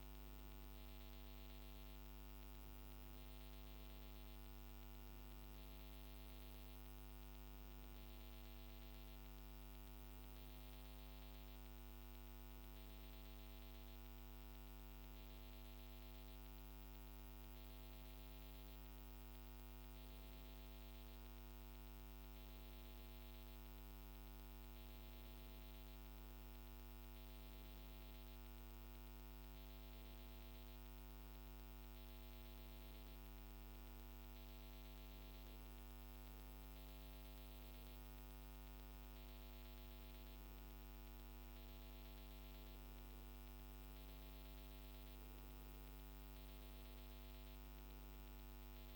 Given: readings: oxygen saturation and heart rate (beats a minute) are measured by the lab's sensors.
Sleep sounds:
a person awake in a sleep study, hard to hear, by a microphone on the trachea; none
none scored
From the record:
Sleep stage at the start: awake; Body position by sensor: on the back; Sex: male

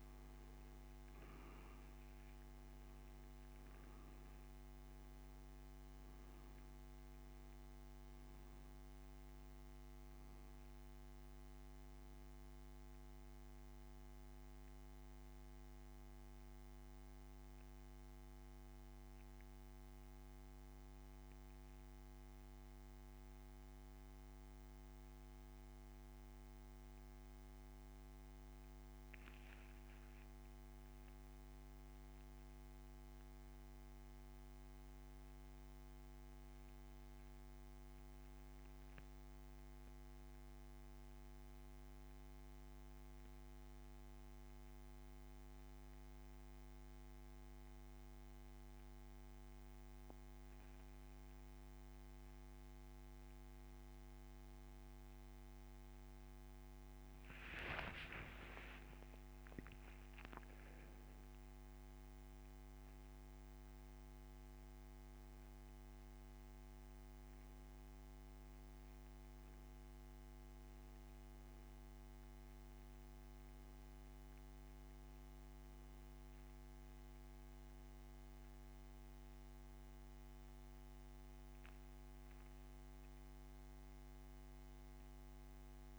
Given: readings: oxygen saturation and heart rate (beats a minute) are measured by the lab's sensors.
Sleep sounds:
breathing in sleep, hard to hear, by a microphone on the trachea; 1
0.00-44.00 s: oxygen desaturation (device-marked, oxygen 84% lowest)
26.50-30.00 s: arousal
34.00-50.00 s: central apnea (oxygen 92% before, 86% lowest)
55.50-60.50 s: arousal
81.00-85.99 s: oxygen desaturation (device-marked, oxygen 95% before, 90% lowest)
From the record:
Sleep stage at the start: N2 (light sleep); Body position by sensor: on the back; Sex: male

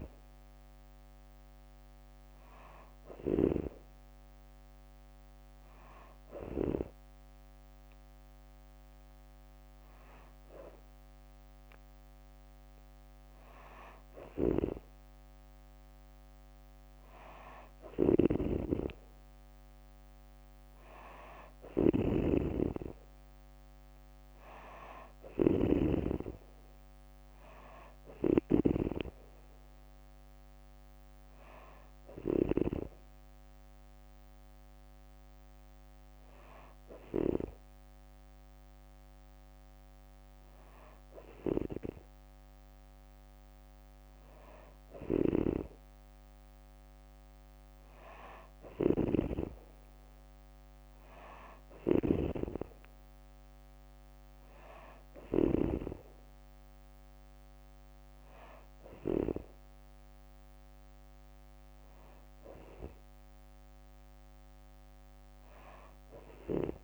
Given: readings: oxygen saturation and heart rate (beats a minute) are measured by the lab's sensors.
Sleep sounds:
breathing in sleep by a microphone on the trachea; none
0.00-3.00 s: snoring (device-marked)
13.50-37.00 s: snoring (device-marked)
44.50-55.00 s: snoring (device-marked)
From the record:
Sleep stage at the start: N2 (light sleep); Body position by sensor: on the back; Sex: female

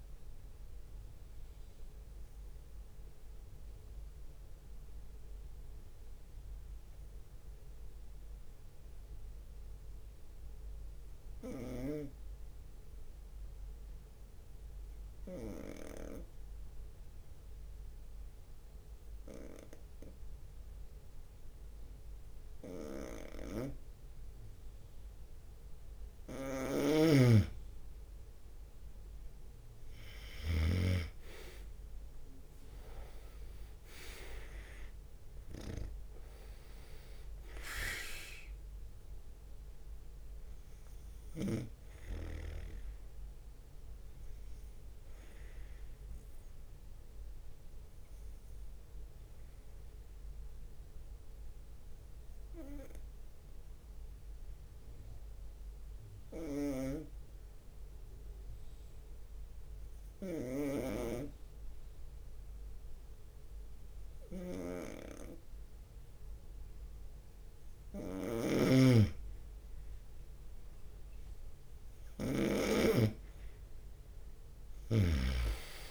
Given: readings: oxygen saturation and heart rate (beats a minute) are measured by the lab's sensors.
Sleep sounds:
breathing in sleep by a room microphone; 2
0.00-2.50 s: drop in pulse transit time (device-marked, heart rate 62 extreme)
0.00-16.50 s: oxygen desaturation (device-marked, oxygen 90% lowest, heart rate 62 extreme)
0.50-26.50 s: obstructive apnea (oxygen 96% before, 90% lowest, heart rate 69 before, 62 extreme, up 6 after)
17.50-20.00 s: leg movement (device-marked)
27.00-31.00 s: snoring (device-marked)
29.00-33.00 s: arousal
31.50-35.00 s: leg movement (device-marked)
32.50-45.50 s: drop in pulse transit time (device-marked, heart rate 65 before, 65 extreme)
35.50-58.50 s: oxygen desaturation (device-marked, oxygen 97% before, 91% lowest, heart rate 66 before, 64 extreme)
47.50-68.00 s: obstructive apnea (oxygen 98% before, 91% lowest, heart rate 68 before, 63 extreme, up 1 after)
57.00-73.00 s: snoring (device-marked)
70.00-74.00 s: arousal
72.50-75.91 s: drop in pulse transit time (device-marked, heart rate 67 before, 68 extreme)
73.50-75.91 s: oxygen desaturation (device-marked, oxygen 97% before, 91% lowest, heart rate 67 before, 62 extreme)
From the record:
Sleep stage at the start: N2 (light sleep); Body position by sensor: on the right side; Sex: male

